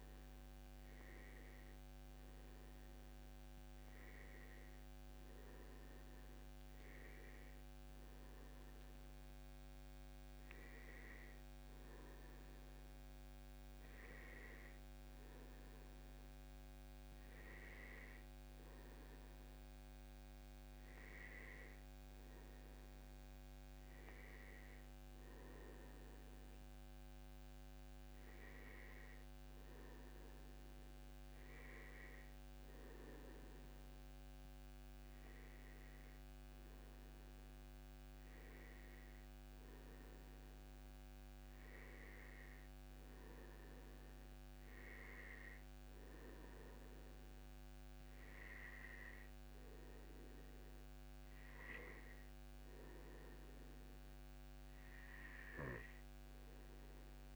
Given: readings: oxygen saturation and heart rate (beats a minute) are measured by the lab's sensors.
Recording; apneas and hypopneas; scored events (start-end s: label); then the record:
breathing in sleep by a microphone on the trachea; none
none scored
From the record:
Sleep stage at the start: N2 (light sleep); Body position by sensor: on the back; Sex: male